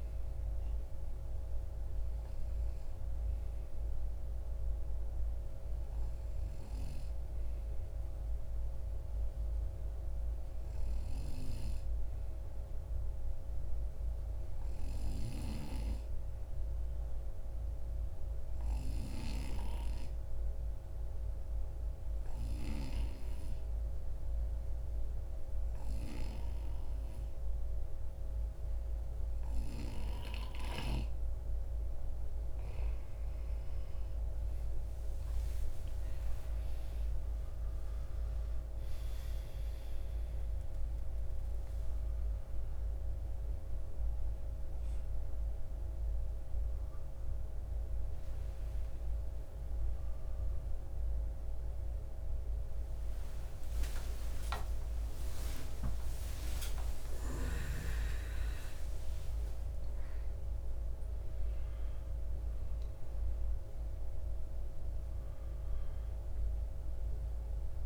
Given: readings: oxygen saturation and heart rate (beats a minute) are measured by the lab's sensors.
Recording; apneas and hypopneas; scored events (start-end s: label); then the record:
a person awake in a sleep study, by a room microphone; 1
0.00-7.00 s: oxygen desaturation (device-marked, oxygen 91% lowest, heart rate 53 extreme)
7.00-31.50 s: obstructive apnea (oxygen 95% before, 89% lowest, heart rate 57 before, 53 extreme, up 22 after)
28.00-67.86 s: new sleep stage, awake
31.00-65.00 s: oxygen desaturation (device-marked, oxygen 94% before, 89% lowest, heart rate 55 before, 56 extreme)
From the record:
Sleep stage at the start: N2 (light sleep); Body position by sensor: on the right side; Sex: male